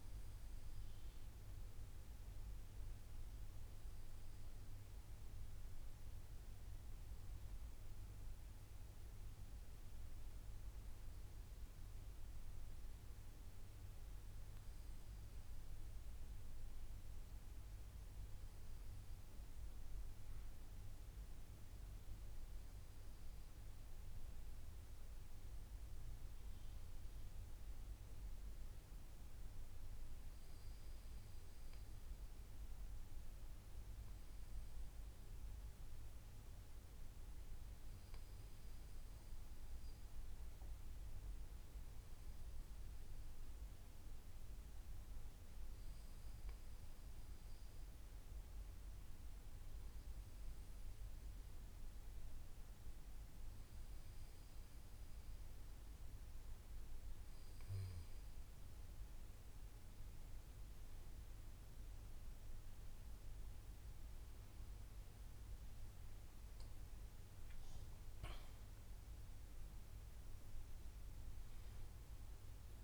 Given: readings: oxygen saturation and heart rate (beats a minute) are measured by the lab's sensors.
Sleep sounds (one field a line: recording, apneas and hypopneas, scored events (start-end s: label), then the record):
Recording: breathing in sleep, hard to hear, by a room microphone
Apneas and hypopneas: none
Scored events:
none scored
From the record:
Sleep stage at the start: N2 (light sleep)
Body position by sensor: on the back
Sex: male